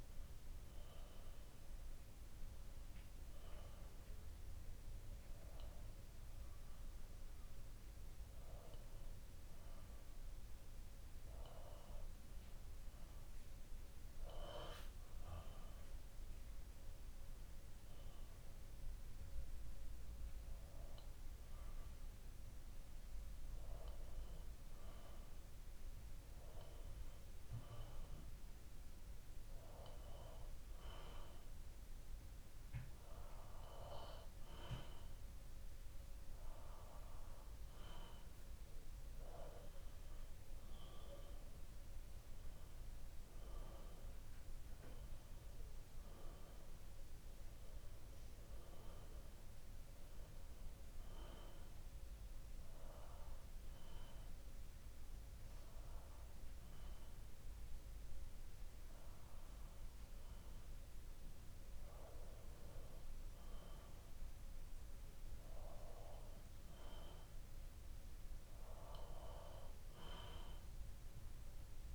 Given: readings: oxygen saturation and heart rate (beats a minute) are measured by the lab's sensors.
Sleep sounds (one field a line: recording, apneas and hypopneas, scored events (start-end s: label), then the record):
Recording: breathing in sleep by a room microphone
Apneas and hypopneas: 3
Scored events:
1.00-12.00 s: obstructive apnea (oxygen 99% before, 93% lowest, heart rate 63 before, 61 extreme, up 7 after)
2.00-17.00 s: oxygen desaturation (device-marked, oxygen 98% before, 95% lowest, heart rate 63 before, 61 extreme)
17.50-21.00 s: arousal
28.50-38.50 s: obstructive apnea (oxygen 97% before, 93% lowest, heart rate 64 before, 61 extreme, up 1 after)
30.00-71.95 s: new sleep stage, N2 (light sleep)
41.50-45.50 s: arousal
51.00-62.00 s: obstructive apnea (oxygen 95% before, 92% lowest, heart rate 64 before, 61 extreme, up 3 after)
67.50-71.95 s: arousal
From the record:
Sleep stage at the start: REM sleep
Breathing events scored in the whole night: 118 in 4.5 hours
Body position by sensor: on the back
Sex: male